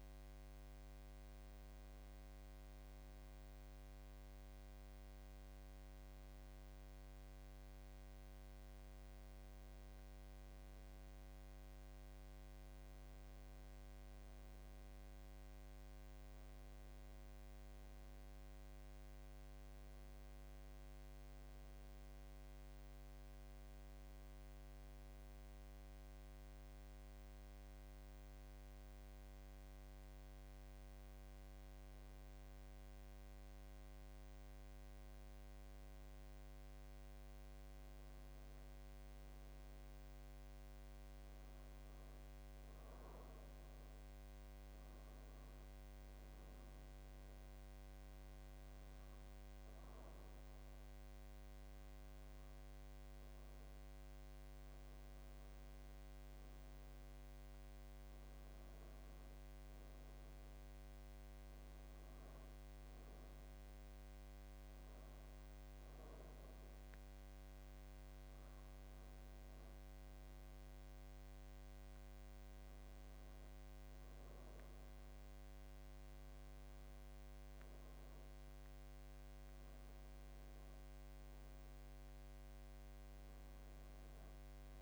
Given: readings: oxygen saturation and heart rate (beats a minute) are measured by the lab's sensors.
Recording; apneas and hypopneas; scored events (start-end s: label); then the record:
breathing in sleep, hard to hear, by a microphone on the trachea; 1
19.00-22.00 s: arousal
24.00-36.00 s: obstructive apnea (oxygen 96% before, 92% lowest, heart rate 85 before, 81 extreme, up 6 after)
32.50-84.82 s: new sleep stage, N2 (light sleep)
39.50-43.00 s: arousal
81.00-84.82 s: arousal
From the record:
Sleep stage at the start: N1 (lightest sleep); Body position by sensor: on the back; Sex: male